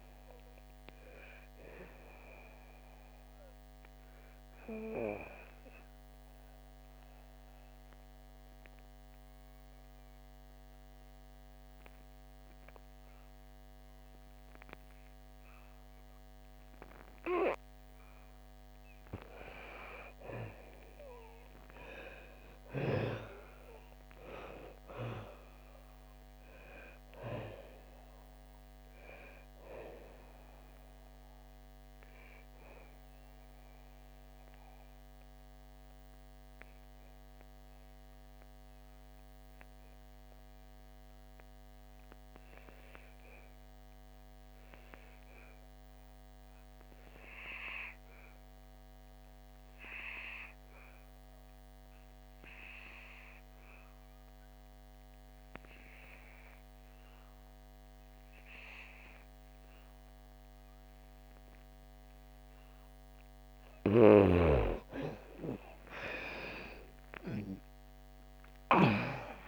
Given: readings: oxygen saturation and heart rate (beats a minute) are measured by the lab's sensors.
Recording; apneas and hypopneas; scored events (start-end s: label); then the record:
breathing in sleep by a microphone on the trachea; 2
0.00-1.00 s: arousal
0.00-12.00 s: oxygen desaturation (device-marked, oxygen 95% before, 89% lowest, heart rate 70 before, 66 extreme)
5.00-17.00 s: mixed apnea (oxygen 95% before, 80% lowest, heart rate 72 before, 61 extreme, up 2 after)
19.50-23.50 s: arousal
24.00-43.00 s: oxygen desaturation (device-marked, oxygen 97% before, 85% lowest, heart rate 68 before, 58 extreme)
30.50-62.00 s: obstructive apnea (oxygen 97% before, 78% lowest, heart rate 68 before, 58 extreme, up 8 after)
50.00-69.48 s: oxygen desaturation (device-marked, oxygen 98% before, 78% lowest, heart rate 65 before, 58 extreme)
66.00-69.48 s: arousal
From the record:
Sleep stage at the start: N2 (light sleep); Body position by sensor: on the back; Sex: female